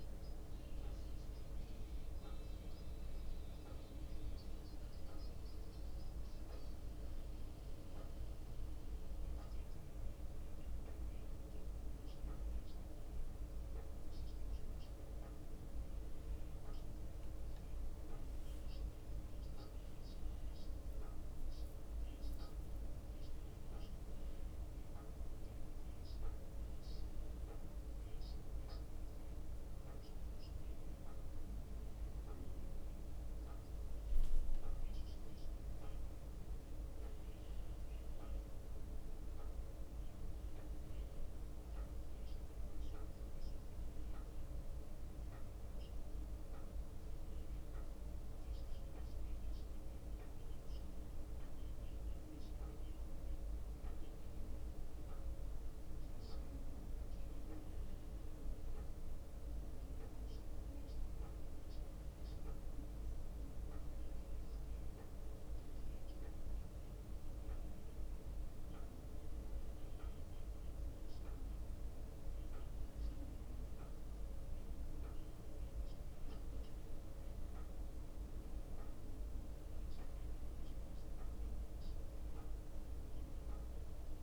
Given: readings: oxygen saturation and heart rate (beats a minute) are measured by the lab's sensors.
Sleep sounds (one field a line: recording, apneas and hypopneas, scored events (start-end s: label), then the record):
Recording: a person awake in a sleep study, hard to hear, by a room microphone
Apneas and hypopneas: none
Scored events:
31.50-35.00 s: leg movement (device-marked)
34.50-36.50 s: long interval between heartbeats (device-marked, heart rate 61 before, 69 extreme)
39.00-48.50 s: leg movement (device-marked)
62.00-71.00 s: leg movement (device-marked)
72.00-81.50 s: leg movement (device-marked)
From the record:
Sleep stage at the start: awake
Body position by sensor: on the back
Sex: male